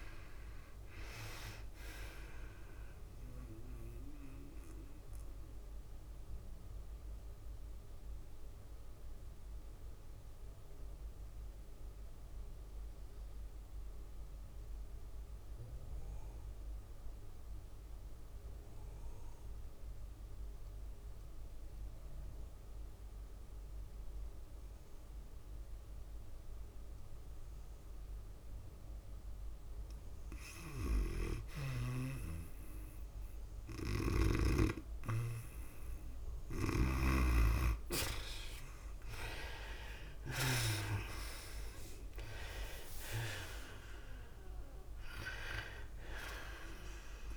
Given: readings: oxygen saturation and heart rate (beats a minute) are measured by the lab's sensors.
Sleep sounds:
breathing in sleep by a room microphone; 1
0.00-12.50 s: drop in pulse transit time (device-marked, heart rate 106 extreme)
0.00-12.50 s: oxygen desaturation (device-marked, oxygen 54% lowest, heart rate 83 extreme)
0.00-31.50 s: tachycardia (device-marked, heart rate 118 extreme)
4.50-30.50 s: mixed apnea (oxygen 73% before, 54% lowest, heart rate 97 before, 99 extreme)
18.50-47.37 s: oxygen desaturation (device-marked, oxygen 98% before, 64% lowest, heart rate 114 before, 96 extreme)
27.50-47.37 s: new sleep stage, N2 (light sleep)
32.50-47.37 s: tachycardia (device-marked, heart rate 106 before, 124 extreme)
37.00-40.50 s: arousal
39.50-47.37 s: drop in pulse transit time (device-marked, heart rate 104 before, 105 extreme)
40.50-42.50 s: long interval between heartbeats (device-marked, heart rate 104 before, 119 extreme)
From the record:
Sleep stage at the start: REM sleep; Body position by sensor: on the back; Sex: female

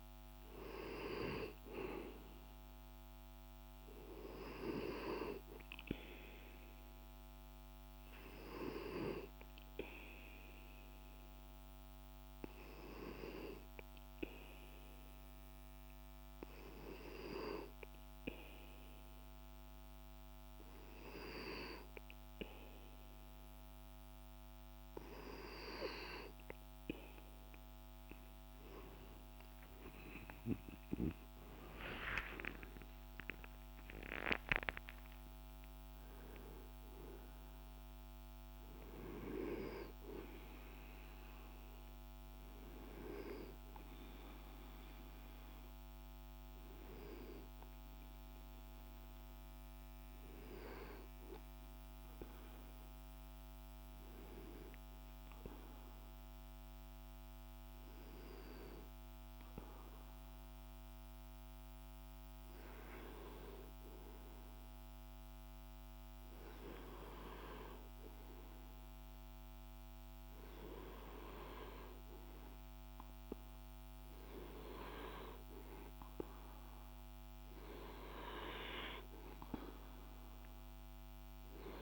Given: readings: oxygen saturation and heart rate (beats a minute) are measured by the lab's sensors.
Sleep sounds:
breathing in sleep by a microphone on the trachea; 1
9.50-26.50 s: hypopnea (oxygen 96% before, 95% lowest, heart rate 78 before, 48 extreme, up 35 after)
29.50-34.50 s: arousal
From the record:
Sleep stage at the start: N2 (light sleep); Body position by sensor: on the back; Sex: male

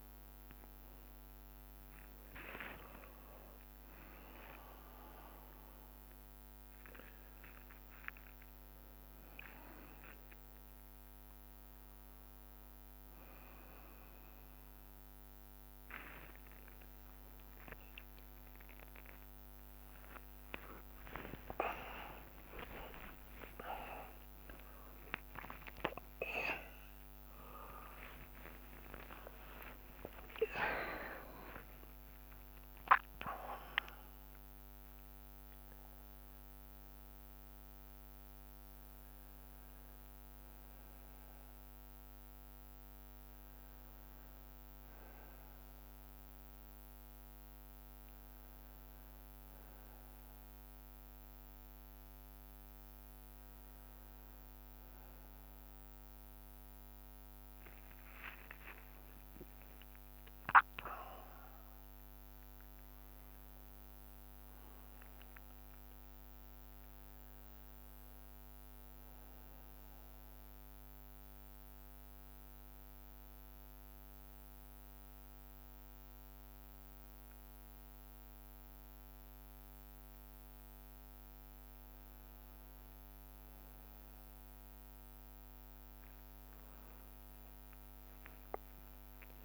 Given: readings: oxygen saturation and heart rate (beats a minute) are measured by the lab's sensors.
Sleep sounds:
a person awake in a sleep study, by a microphone on the trachea; 2
0.00-1.50 s: tachycardia (device-marked, heart rate 190 extreme)
0.00-6.50 s: drop in pulse transit time (device-marked, heart rate 90 extreme)
0.50-2.50 s: long interval between heartbeats (device-marked, heart rate 92 before, 176 extreme)
12.50-31.50 s: oxygen desaturation (device-marked, oxygen 90% before, 84% lowest)
15.50-34.50 s: tachycardia (device-marked, heart rate 65 before, 150 extreme)
18.00-20.00 s: long interval between heartbeats (device-marked, heart rate 110 before, 98 extreme)
21.00-23.00 s: long interval between heartbeats (device-marked, heart rate 100 before, 129 extreme)
23.00-25.00 s: long interval between heartbeats (device-marked, heart rate 95 before, 148 extreme)
28.50-30.50 s: long interval between heartbeats (device-marked, heart rate 106 before, 126 extreme)
30.50-32.50 s: long interval between heartbeats (device-marked, heart rate 111 before, 119 extreme)
33.50-35.50 s: long interval between heartbeats (device-marked, heart rate 119 before, 139 extreme)
33.50-43.50 s: drop in pulse transit time (device-marked)
34.50-50.50 s: bradycardia (device-marked)
45.50-58.50 s: hypopnea (oxygen 92% before, 91% lowest, heart rate 91 before, 41 extreme, up 25 after)
45.50-89.45 s: new sleep stage, N1 (lightest sleep)
59.50-63.50 s: arousal
70.50-83.50 s: bradycardia (device-marked, heart rate 67 before, 56 extreme)
72.50-84.50 s: obstructive apnea (oxygen 96% before, 91% lowest, heart rate 61 before, 56 extreme)
86.50-89.45 s: tachycardia (device-marked, heart rate 67 before, 180 extreme)
From the record:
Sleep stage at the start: awake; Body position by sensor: on the back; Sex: male

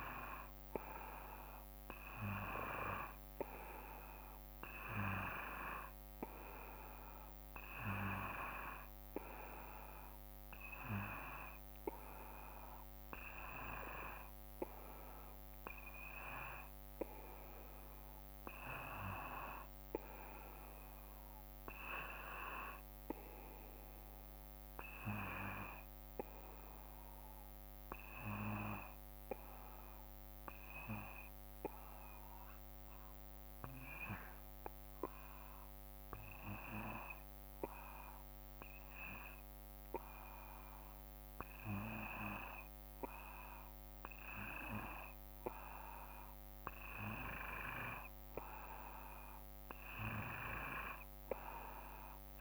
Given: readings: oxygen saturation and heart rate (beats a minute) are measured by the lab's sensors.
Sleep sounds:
breathing in sleep by a microphone on the trachea; 1
31.00-46.00 s: obstructive apnea (oxygen 95% before, 91% lowest, heart rate 56 before, 55 extreme, up 3 after)
46.50-52.41 s: oxygen desaturation (device-marked, oxygen 95% before, 91% lowest, heart rate 55 before, 55 extreme)
49.50-52.41 s: arousal
From the record:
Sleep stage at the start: N2 (light sleep); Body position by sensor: on the back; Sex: male

